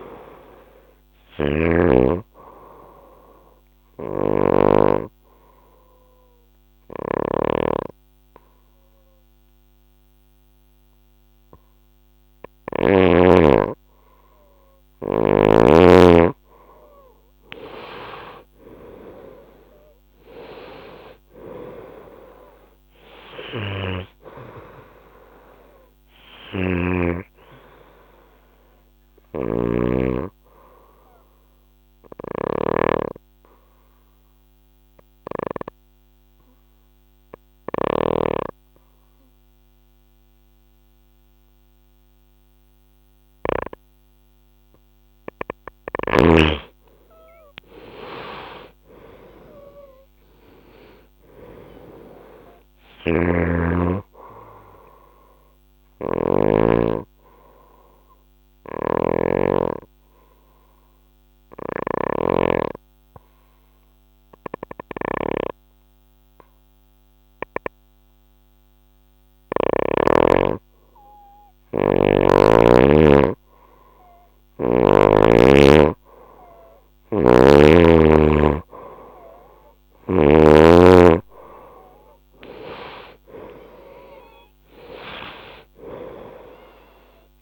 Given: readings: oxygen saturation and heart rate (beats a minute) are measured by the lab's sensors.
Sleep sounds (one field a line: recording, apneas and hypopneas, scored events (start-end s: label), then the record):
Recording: breathing in sleep by a microphone on the trachea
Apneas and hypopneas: 3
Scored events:
0.00-9.50 s: oxygen desaturation (device-marked, oxygen 89% lowest, heart rate 65 extreme)
0.50-12.50 s: snoring (device-marked)
2.50-12.50 s: obstructive apnea (oxygen 99% before, 89% lowest, heart rate 72 before, 65 extreme, up 9 after)
17.00-23.00 s: arousal
28.50-37.50 s: snoring (device-marked)
29.50-44.00 s: obstructive apnea (oxygen 98% before, 92% lowest, heart rate 71 before, 64 extreme, up 11 after)
46.50-52.00 s: arousal
49.50-66.50 s: oxygen desaturation (device-marked, oxygen 98% before, 92% lowest, heart rate 66 before, 65 extreme)
52.50-56.00 s: snoring (device-marked)
56.00-71.50 s: obstructive apnea (oxygen 98% before, 92% lowest, heart rate 68 before, 65 extreme, up 5 after)
58.00-61.50 s: snoring (device-marked)
76.50-80.00 s: snoring (device-marked)
76.50-87.42 s: oxygen desaturation (device-marked, oxygen 98% before, 92% lowest, heart rate 67 before, 65 extreme)
82.50-86.50 s: arousal
From the record:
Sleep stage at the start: N2 (light sleep)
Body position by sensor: on the right side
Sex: female